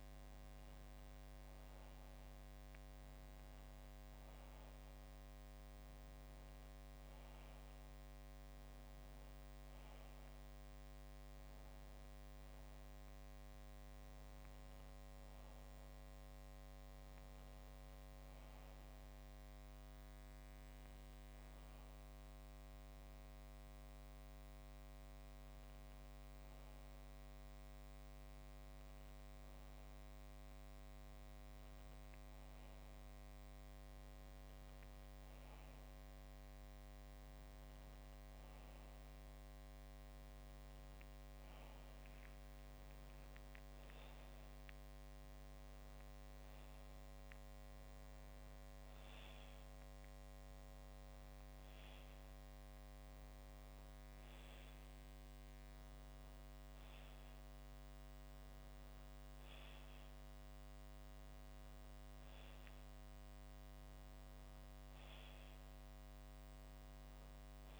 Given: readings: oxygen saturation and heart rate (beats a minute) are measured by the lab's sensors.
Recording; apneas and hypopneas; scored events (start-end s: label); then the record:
breathing in sleep, hard to hear, by a microphone on the trachea; none
none scored
From the record:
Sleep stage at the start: N2 (light sleep); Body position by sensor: on the back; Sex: male